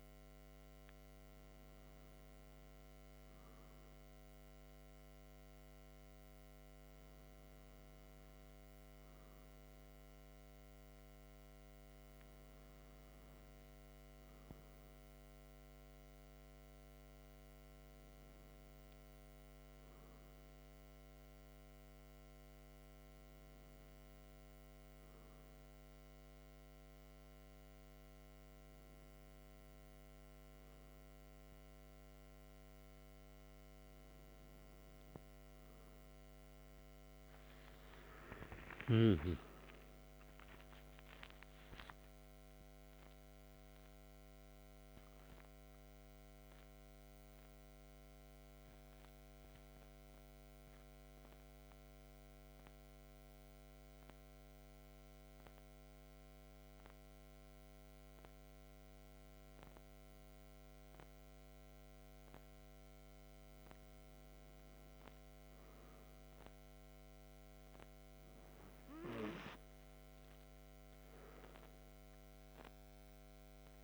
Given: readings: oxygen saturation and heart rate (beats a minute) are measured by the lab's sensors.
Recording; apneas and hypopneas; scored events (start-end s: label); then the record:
breathing in sleep, hard to hear, by a microphone on the trachea; 1
36.50-41.50 s: arousal
43.50-61.50 s: hypopnea (oxygen 97% before, 95% lowest, heart rate 49 before, 42 extreme, up 3 after)
63.00-66.00 s: arousal
64.50-73.84 s: oxygen desaturation (device-marked, oxygen 99% before, 95% lowest, heart rate 48 before, 44 extreme)
From the record:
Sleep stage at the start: N2 (light sleep); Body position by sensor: on the back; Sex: male